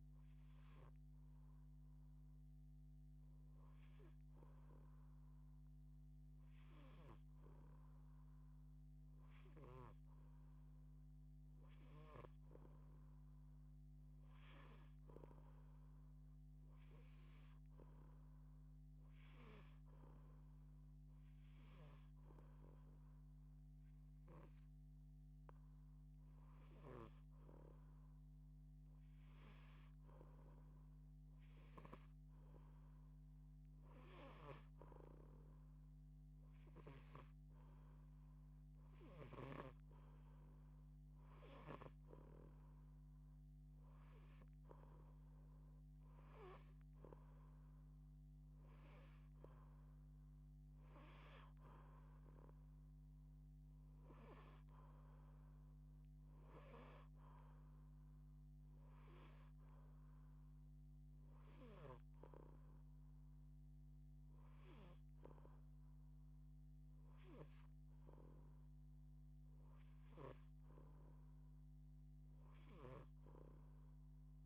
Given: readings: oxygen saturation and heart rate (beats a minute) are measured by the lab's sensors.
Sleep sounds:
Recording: breathing in sleep by a microphone on the trachea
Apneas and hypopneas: none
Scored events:
33.50-39.00 s: snoring (device-marked)
72.00-74.46 s: snoring (device-marked)
From the record:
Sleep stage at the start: N2 (light sleep)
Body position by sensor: on the back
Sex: female

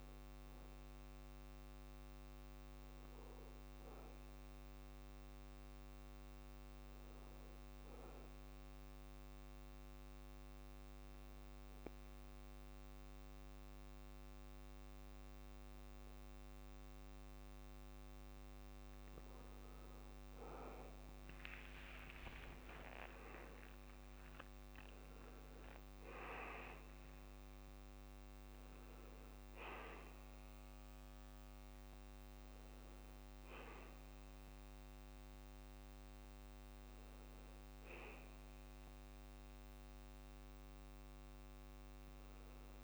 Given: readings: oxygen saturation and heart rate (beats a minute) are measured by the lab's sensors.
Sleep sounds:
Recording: breathing in sleep by a microphone on the trachea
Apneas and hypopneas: 1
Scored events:
7.00-18.50 s: hypopnea (oxygen 96% before, 91% lowest)
21.00-26.00 s: arousal
25.00-42.84 s: oxygen desaturation (device-marked, oxygen 94% before, 91% lowest)
40.00-42.84 s: new sleep stage, N2 (light sleep)
From the record:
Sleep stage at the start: N1 (lightest sleep)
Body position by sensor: on the back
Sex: male

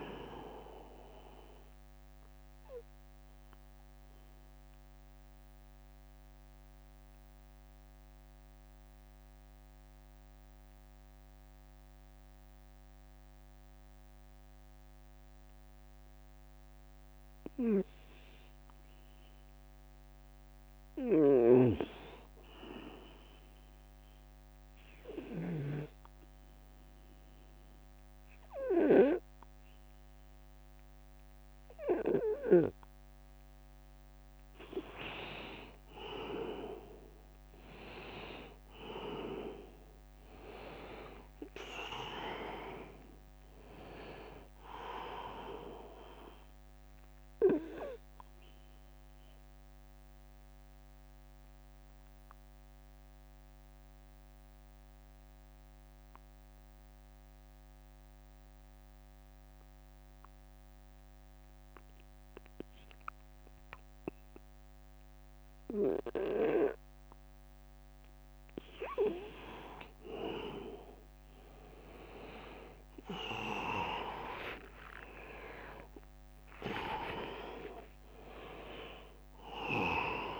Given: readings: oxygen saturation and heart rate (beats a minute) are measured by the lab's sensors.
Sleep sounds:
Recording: breathing in sleep by a microphone on the trachea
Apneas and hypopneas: 3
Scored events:
0.00-1.00 s: drop in pulse transit time (device-marked, heart rate 73 extreme)
0.00-16.00 s: oxygen desaturation (device-marked, oxygen 86% lowest, heart rate 73 extreme)
1.00-16.50 s: mixed apnea (oxygen 100% before, 86% lowest, heart rate 79 before, 73 extreme, up 3 after)
18.50-21.50 s: arousal
25.00-35.00 s: obstructive apnea (oxygen 100% before, 89% lowest, heart rate 79 before, 72 extreme, up 10 after)
29.00-64.00 s: oxygen desaturation (device-marked, oxygen 100% before, 89% lowest, heart rate 79 before, 67 extreme)
37.50-42.00 s: arousal
42.00-52.00 s: drop in pulse transit time (device-marked, heart rate 79 before, 74 extreme)
48.00-67.50 s: mixed apnea (oxygen 100% before, 89% lowest, heart rate 79 before, 67 extreme, up 19 after)
61.00-63.00 s: long interval between heartbeats (device-marked, heart rate 78 before, 69 extreme)
73.00-76.50 s: arousal
77.00-80.40 s: oxygen desaturation (device-marked, oxygen 100% before, 91% lowest, heart rate 75 before, 66 extreme)
From the record:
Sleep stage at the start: N2 (light sleep)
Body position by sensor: on the back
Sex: male

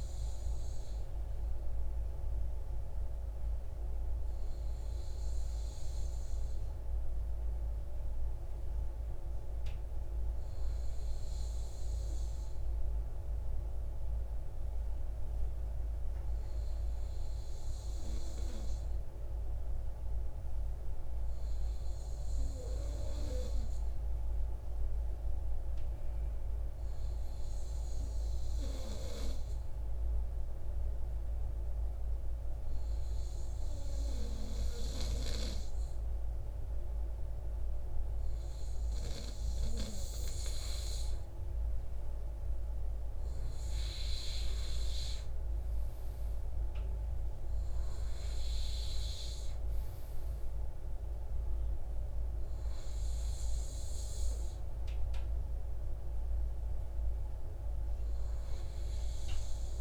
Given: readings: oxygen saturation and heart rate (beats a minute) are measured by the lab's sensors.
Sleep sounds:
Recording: breathing in sleep by a room microphone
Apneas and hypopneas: 1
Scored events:
1.00-39.00 s: obstructive apnea (oxygen 97% before, 94% lowest, heart rate 145 before, 54 extreme)
44.00-48.50 s: arousal
From the record:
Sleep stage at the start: N2 (light sleep)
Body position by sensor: on the right side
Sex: male

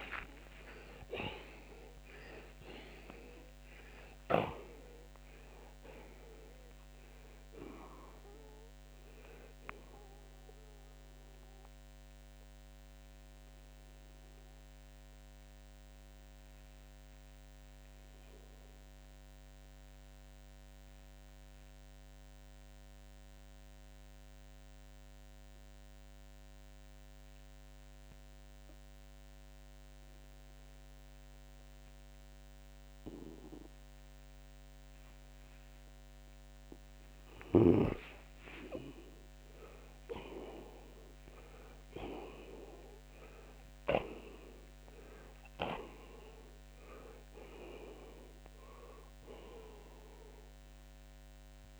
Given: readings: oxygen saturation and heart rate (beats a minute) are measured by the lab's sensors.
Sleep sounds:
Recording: breathing in sleep by a microphone on the trachea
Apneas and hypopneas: 1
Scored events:
0.00-2.00 s: oxygen desaturation (device-marked, oxygen 80% lowest)
11.00-36.50 s: mixed apnea (oxygen 91% before, 80% lowest)
25.00-49.00 s: oxygen desaturation (device-marked, oxygen 90% before, 80% lowest, heart rate 38 before, 33 extreme)
38.00-43.50 s: arousal
From the record:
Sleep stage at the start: N2 (light sleep)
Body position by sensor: on the back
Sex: male

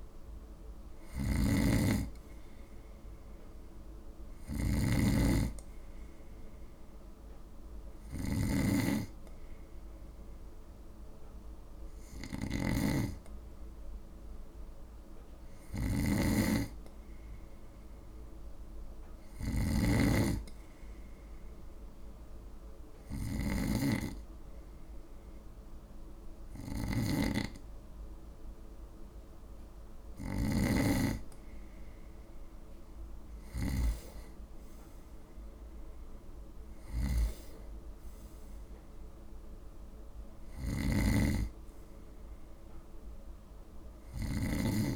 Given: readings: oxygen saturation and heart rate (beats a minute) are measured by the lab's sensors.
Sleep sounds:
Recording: breathing in sleep by a room microphone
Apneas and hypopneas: 1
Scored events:
0.00-34.00 s: snoring (device-marked)
14.50-17.50 s: arousal
21.00-31.50 s: hypopnea (oxygen 95% before, 95% lowest, heart rate 55 before, 52 extreme, up 4 after)
34.00-38.00 s: arousal
40.50-44.96 s: snoring (device-marked)
From the record:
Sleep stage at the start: N2 (light sleep)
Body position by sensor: on the right side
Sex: male

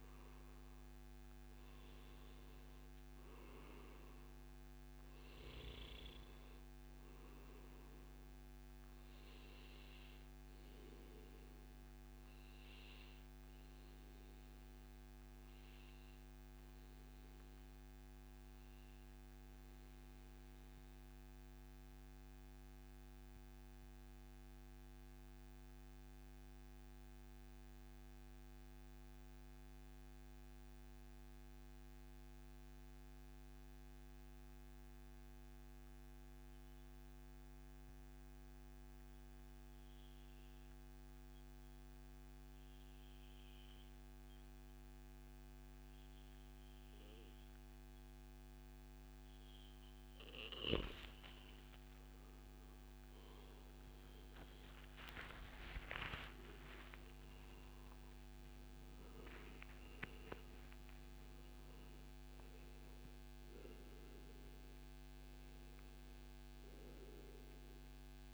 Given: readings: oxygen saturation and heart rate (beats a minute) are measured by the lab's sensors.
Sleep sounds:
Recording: breathing in sleep, hard to hear, by a microphone on the trachea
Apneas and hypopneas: 1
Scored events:
9.50-47.50 s: obstructive apnea (oxygen 98% before, 90% lowest, heart rate 132 before, 114 extreme, up 29 after)
50.00-55.50 s: arousal
63.00-68.34 s: oxygen desaturation (device-marked, oxygen 95% before, 90% lowest, heart rate 133 before, 142 extreme)
From the record:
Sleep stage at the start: REM sleep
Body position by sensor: on the back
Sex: male

